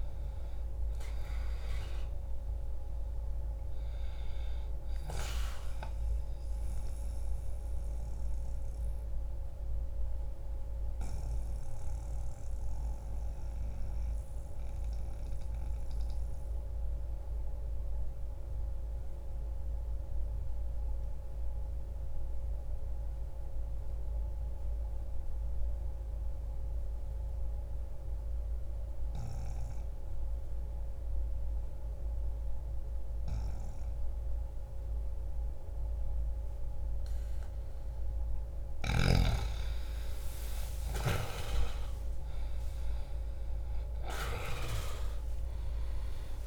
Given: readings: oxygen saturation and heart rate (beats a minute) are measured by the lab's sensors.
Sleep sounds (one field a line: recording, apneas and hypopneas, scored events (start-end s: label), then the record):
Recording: breathing in sleep by a room microphone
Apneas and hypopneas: 1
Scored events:
6.00-37.00 s: obstructive apnea (oxygen 97% before, 88% lowest, heart rate 62 before, 60 extreme, up 4 after)
20.00-28.00 s: oxygen desaturation (device-marked, oxygen 93% before, 90% lowest, heart rate 62 before, 60 extreme)
37.00-46.47 s: oxygen desaturation (device-marked, oxygen 98% before, 89% lowest, heart rate 62 before, 40 extreme)
44.00-46.47 s: new sleep stage, awake
From the record:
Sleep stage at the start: N2 (light sleep)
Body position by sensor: on the back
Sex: male